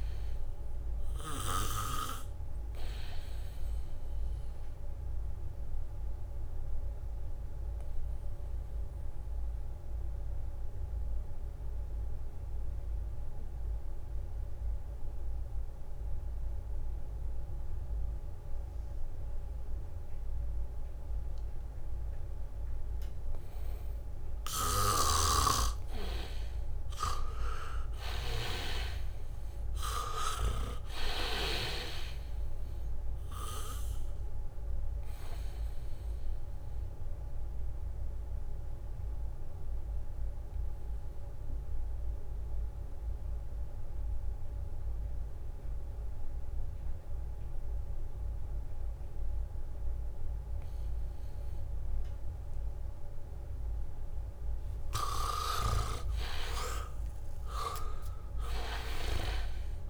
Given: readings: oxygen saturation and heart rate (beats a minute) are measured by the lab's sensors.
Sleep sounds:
breathing in sleep by a room microphone; 2
1.00-16.00 s: oxygen desaturation (device-marked, oxygen 97% before, 80% lowest, heart rate 74 before, 74 extreme)
6.50-25.00 s: obstructive apnea (oxygen 98% before, 80% lowest, heart rate 73 before, 74 extreme, up 4 after)
25.00-32.00 s: snoring (device-marked)
26.00-50.00 s: oxygen desaturation (device-marked, oxygen 99% before, 81% lowest, heart rate 75 before, 74 extreme)
27.00-29.00 s: leg movement (device-marked)
27.00-30.50 s: arousal
30.00-40.50 s: leg movement (device-marked)
35.50-55.00 s: obstructive apnea (oxygen 99% before, 79% lowest, heart rate 76 before, 74 extreme, up 3 after)
56.00-59.90 s: snoring (device-marked)
57.00-59.90 s: arousal
57.00-59.90 s: oxygen desaturation (device-marked, oxygen 98% before, 82% lowest, heart rate 75 before, 71 extreme)
From the record:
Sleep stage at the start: N2 (light sleep); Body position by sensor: on the back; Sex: male

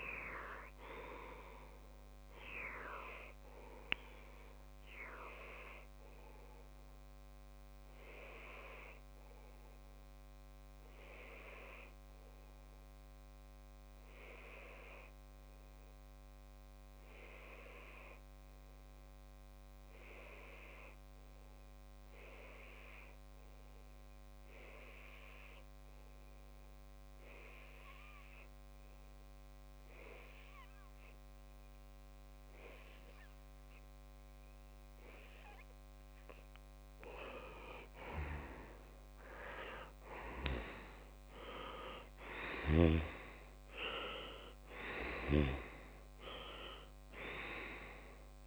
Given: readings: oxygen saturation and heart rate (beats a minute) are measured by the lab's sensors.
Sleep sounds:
breathing in sleep by a microphone on the trachea; 1
0.00-6.00 s: oxygen desaturation (device-marked, oxygen 94% lowest)
3.50-35.50 s: obstructive apnea (oxygen 97% before, 94% lowest)
37.00-48.47 s: oxygen desaturation (device-marked, oxygen 98% before, 94% lowest)
37.50-41.00 s: arousal
From the record:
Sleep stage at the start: N2 (light sleep); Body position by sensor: on the left side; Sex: male

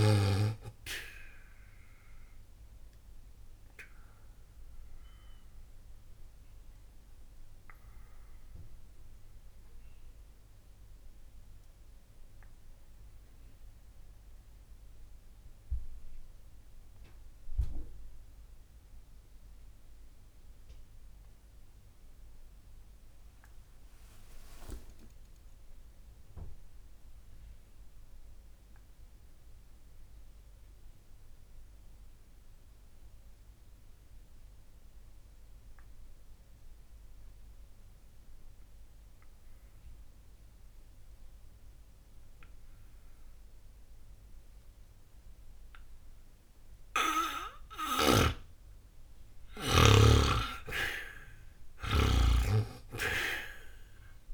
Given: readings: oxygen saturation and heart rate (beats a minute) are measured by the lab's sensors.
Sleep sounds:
breathing in sleep by a room microphone; 1
0.00-27.50 s: oxygen desaturation (device-marked, oxygen 80% lowest, heart rate 60 extreme)
1.00-47.00 s: obstructive apnea (oxygen 97% before, 77% lowest, heart rate 90 before, 60 extreme, up 0 after)
42.50-54.34 s: oxygen desaturation (device-marked, oxygen 99% before, 77% lowest, heart rate 60 before, 59 extreme)
50.50-54.34 s: arousal
52.00-54.34 s: snoring (device-marked)
From the record:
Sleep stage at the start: N2 (light sleep); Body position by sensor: on the back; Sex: male

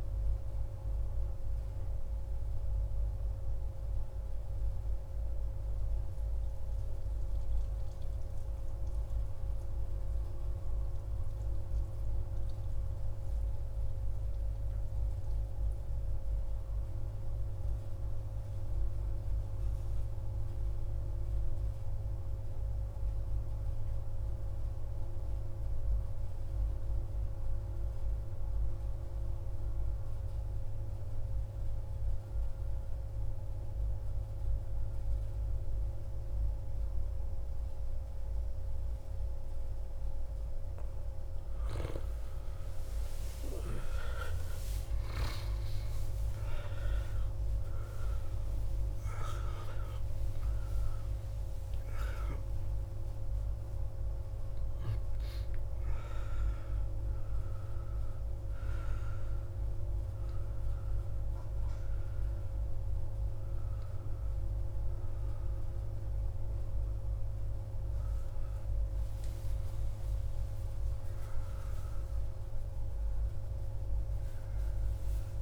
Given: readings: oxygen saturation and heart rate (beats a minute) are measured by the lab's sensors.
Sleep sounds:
a person awake in a sleep study, hard to hear, by a room microphone; 1
0.00-11.00 s: oxygen desaturation (device-marked, oxygen 92% lowest, heart rate 60 extreme)
1.50-39.00 s: obstructive apnea (oxygen 97% before, 91% lowest, heart rate 64 before, 60 extreme, up 15 after)
30.00-75.42 s: new sleep stage, awake
34.00-67.00 s: oxygen desaturation (device-marked, oxygen 96% before, 91% lowest, heart rate 61 before, 63 extreme)
From the record:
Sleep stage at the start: N2 (light sleep); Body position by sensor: on the back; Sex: male

